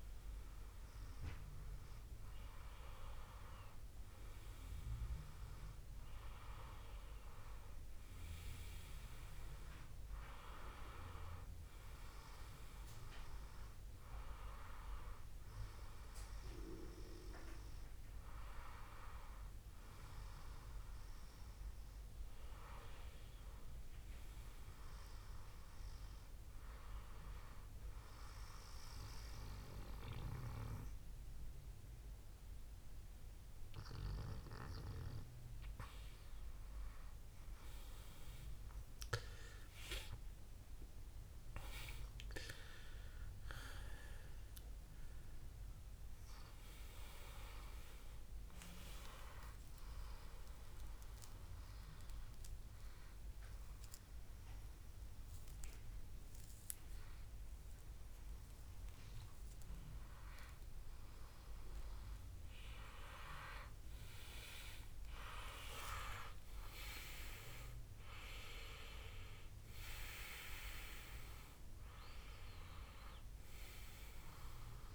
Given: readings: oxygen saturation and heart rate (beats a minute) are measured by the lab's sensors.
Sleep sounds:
breathing in sleep by a room microphone; 2
16.00-74.95 s: new sleep stage, N2 (light sleep)
20.50-24.00 s: arousal
27.00-37.00 s: obstructive apnea (oxygen 97% before, 94% lowest, heart rate 75 before, 67 extreme, up 13 after)
46.50-49.50 s: arousal
52.00-62.50 s: hypopnea (oxygen 96% before, 94% lowest, heart rate 75 before, 69 extreme, up 5 after)
64.00-67.00 s: arousal
From the record:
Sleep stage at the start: N1 (lightest sleep); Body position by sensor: on the back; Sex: male

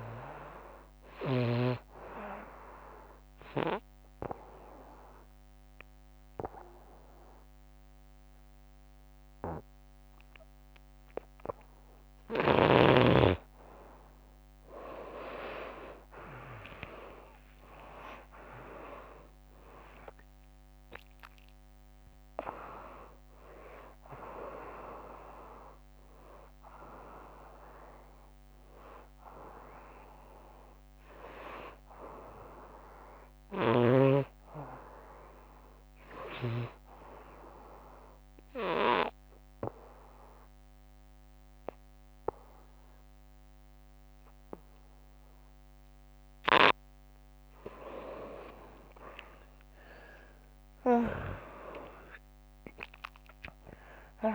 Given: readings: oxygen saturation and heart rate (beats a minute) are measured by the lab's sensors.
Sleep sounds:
breathing in sleep by a microphone on the trachea; 2
1.50-13.50 s: obstructive apnea (oxygen 96% before, 87% lowest, heart rate 87 before, 74 extreme, up 10 after)
4.00-12.00 s: oxygen desaturation (device-marked, oxygen 96% before, 89% lowest, heart rate 87 before, 74 extreme)
16.00-20.00 s: arousal
19.00-36.00 s: oxygen desaturation (device-marked, oxygen 96% before, 87% lowest, heart rate 86 before, 58 extreme)
37.00-48.00 s: obstructive apnea (oxygen 96% before, 88% lowest, heart rate 91 before, 58 extreme, up 12 after)
46.00-49.00 s: bradycardia (device-marked, heart rate 91 before, 76 extreme)
46.00-54.35 s: new sleep stage, N1 (lightest sleep)
50.00-54.35 s: oxygen desaturation (device-marked, oxygen 97% before, 88% lowest, heart rate 84 before, 75 extreme)
51.50-54.35 s: arousal
From the record:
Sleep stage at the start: N2 (light sleep); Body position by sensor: on the front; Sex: female

